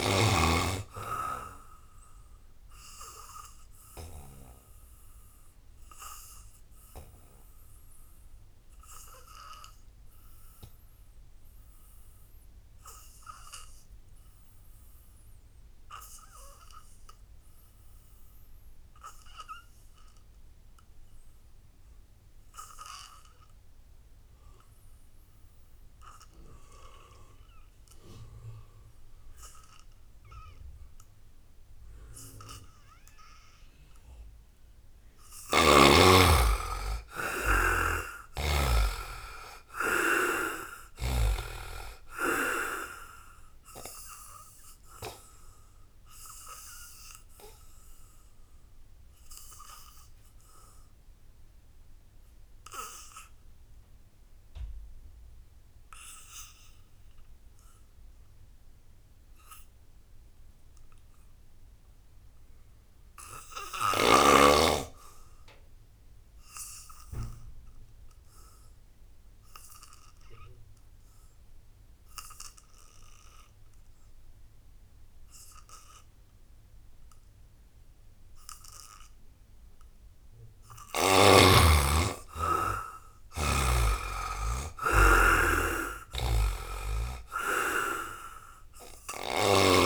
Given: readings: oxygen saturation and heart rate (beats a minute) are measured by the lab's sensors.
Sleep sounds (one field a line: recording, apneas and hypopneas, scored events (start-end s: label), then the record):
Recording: breathing in sleep by a room microphone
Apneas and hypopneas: 2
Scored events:
0.00-15.00 s: oxygen desaturation (device-marked, oxygen 72% lowest, heart rate 57 extreme)
1.00-33.50 s: obstructive apnea (oxygen 98% before, 71% lowest, heart rate 70 before, 59 extreme, up 13 after)
31.00-56.00 s: oxygen desaturation (device-marked, oxygen 96% before, 71% lowest, heart rate 74 before, 62 extreme)
35.00-38.50 s: snoring (device-marked)
35.50-39.50 s: arousal
44.00-79.00 s: obstructive apnea (oxygen 99% before, 71% lowest, heart rate 66 before, 61 extreme, up 9 after)
73.00-89.86 s: oxygen desaturation (device-marked, oxygen 96% before, 71% lowest, heart rate 73 before, 61 extreme)
80.50-83.50 s: arousal
85.50-89.50 s: snoring (device-marked)
From the record:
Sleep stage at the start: N2 (light sleep)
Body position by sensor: on the back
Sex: male